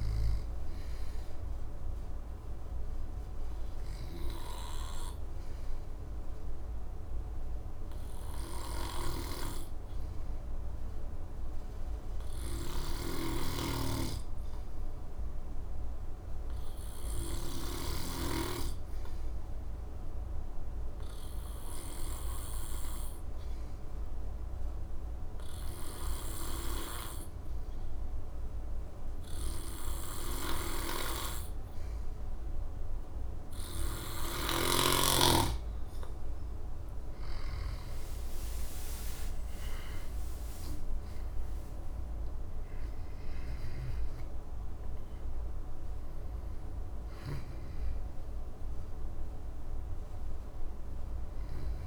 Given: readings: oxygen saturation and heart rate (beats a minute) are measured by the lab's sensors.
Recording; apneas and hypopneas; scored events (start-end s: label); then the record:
breathing in sleep by a room microphone; 1
0.00-9.50 s: oxygen desaturation (device-marked, oxygen 91% lowest, heart rate 64 extreme)
2.50-34.00 s: obstructive apnea (oxygen 96% before, 91% lowest, heart rate 74 before, 64 extreme, up 13 after)
13.00-18.00 s: snoring (device-marked)
23.50-51.87 s: oxygen desaturation (device-marked, oxygen 99% before, 91% lowest, heart rate 65 before, 62 extreme)
34.00-51.50 s: snoring (device-marked)
36.50-40.00 s: arousal
From the record:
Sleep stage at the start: N2 (light sleep); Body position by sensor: on the back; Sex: male